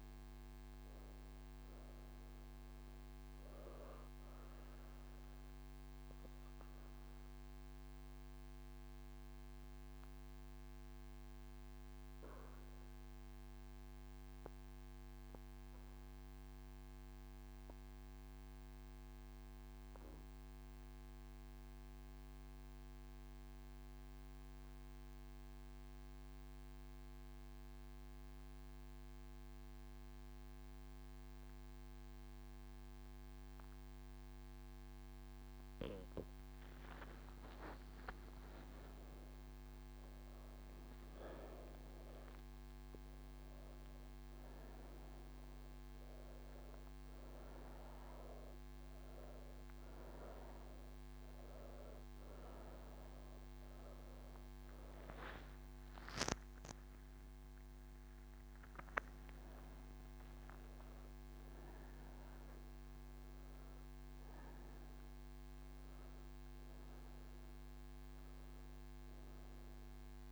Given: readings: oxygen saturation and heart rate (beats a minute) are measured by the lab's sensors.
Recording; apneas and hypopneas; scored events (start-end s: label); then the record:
breathing in sleep, hard to hear, by a microphone on the trachea; none
0.00-17.00 s: oxygen desaturation (device-marked, oxygen 89% lowest)
38.00-49.00 s: oxygen desaturation (device-marked, oxygen 98% before, 95% lowest)
62.00-70.32 s: oxygen desaturation (device-marked, oxygen 96% before, 90% lowest)
From the record:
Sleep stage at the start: N3 (deep sleep); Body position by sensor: on the right side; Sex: female